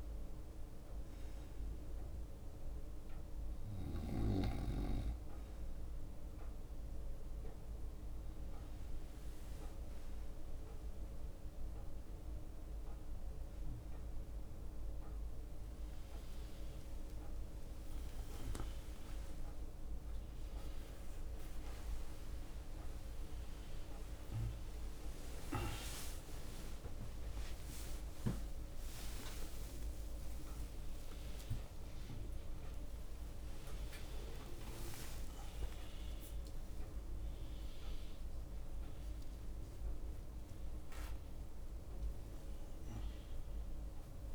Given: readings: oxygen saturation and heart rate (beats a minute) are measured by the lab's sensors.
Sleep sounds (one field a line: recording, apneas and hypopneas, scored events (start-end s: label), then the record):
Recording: a person awake in a sleep study, by a room microphone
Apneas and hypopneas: none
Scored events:
7.00-44.35 s: new sleep stage, awake
8.50-11.00 s: leg movement (device-marked)
15.00-21.00 s: tachycardia (device-marked, heart rate 67 before, 127 extreme)
19.00-21.00 s: long interval between heartbeats (device-marked, heart rate 73 before, 125 extreme)
27.50-29.50 s: long interval between heartbeats (device-marked, heart rate 89 before, 79 extreme)
28.00-31.00 s: tachycardia (device-marked, heart rate 68 before, 100 extreme)
29.50-31.50 s: long interval between heartbeats (device-marked, heart rate 91 before, 97 extreme)
30.00-31.00 s: drop in pulse transit time (device-marked, heart rate 93 before, 97 extreme)
33.00-40.00 s: drop in pulse transit time (device-marked, heart rate 98 before, 83 extreme)
35.00-40.00 s: tachycardia (device-marked, heart rate 69 before, 118 extreme)
36.00-38.00 s: long interval between heartbeats (device-marked, heart rate 101 before, 100 extreme)
39.00-41.00 s: long interval between heartbeats (device-marked, heart rate 103 before, 117 extreme)
41.50-43.50 s: long interval between heartbeats (device-marked, heart rate 102 before, 117 extreme)
From the record:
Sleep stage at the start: N2 (light sleep)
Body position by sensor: on the right side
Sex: male